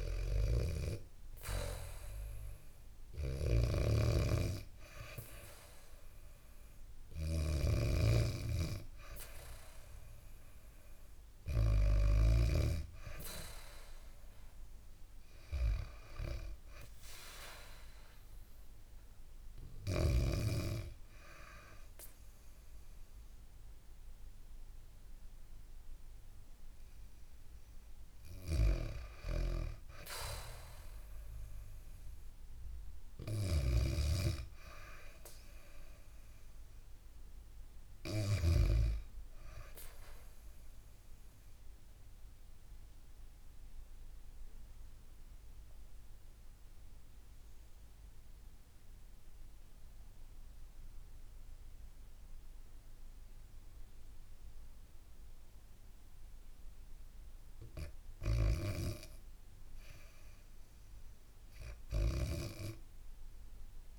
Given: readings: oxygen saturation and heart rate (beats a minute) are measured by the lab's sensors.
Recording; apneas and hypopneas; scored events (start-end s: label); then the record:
breathing in sleep by a room microphone; 1
0.00-12.00 s: snoring (device-marked)
0.00-20.50 s: oxygen desaturation (device-marked, oxygen 89% lowest, heart rate 66 extreme)
28.00-38.50 s: snoring (device-marked)
33.00-36.50 s: arousal
40.00-56.00 s: obstructive apnea (oxygen 99% before, 90% lowest, heart rate 76 before, 62 extreme, up 0 after)
53.50-63.99 s: new sleep stage, REM sleep
58.00-62.00 s: arousal
From the record:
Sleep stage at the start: N2 (light sleep); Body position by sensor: on the back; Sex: female